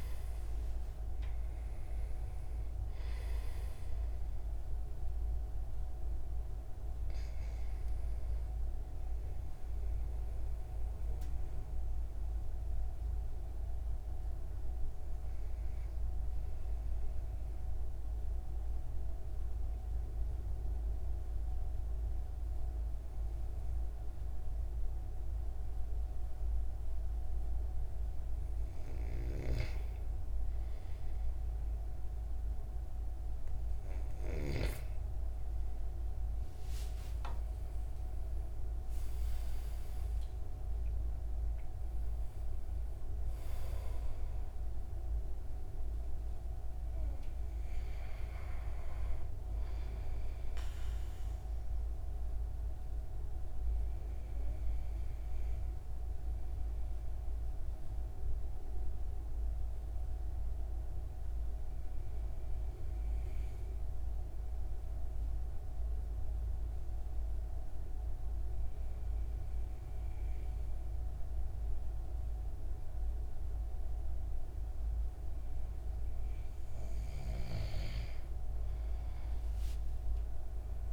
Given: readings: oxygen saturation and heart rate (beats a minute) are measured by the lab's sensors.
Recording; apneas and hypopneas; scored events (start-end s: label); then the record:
breathing in sleep, hard to hear, by a room microphone; 2
0.00-17.00 s: oxygen desaturation (device-marked, oxygen 91% lowest, heart rate 67 extreme)
11.50-29.00 s: obstructive apnea (oxygen 96% before, 93% lowest, heart rate 90 before, 65 extreme, up 6 after)
36.50-40.50 s: arousal
41.00-60.00 s: oxygen desaturation (device-marked, oxygen 97% before, 93% lowest, heart rate 79 before, 49 extreme)
51.50-76.50 s: obstructive apnea (oxygen 97% before, 92% lowest, heart rate 82 before, 49 extreme, up 47 after)
79.00-80.93 s: arousal
From the record:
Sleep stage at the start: N2 (light sleep); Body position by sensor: on the back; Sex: male